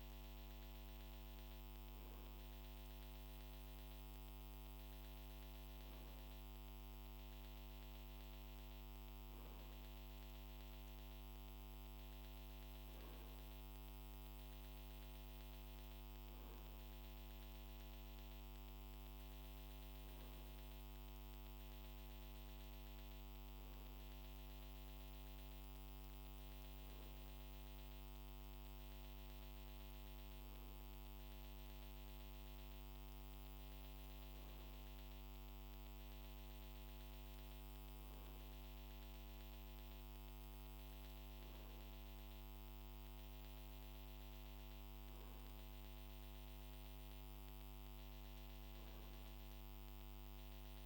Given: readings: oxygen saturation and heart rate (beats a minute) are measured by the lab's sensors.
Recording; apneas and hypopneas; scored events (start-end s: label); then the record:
breathing in sleep, hard to hear, by a microphone on the trachea; none
none scored
From the record:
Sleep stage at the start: N2 (light sleep); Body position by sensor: on the right side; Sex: male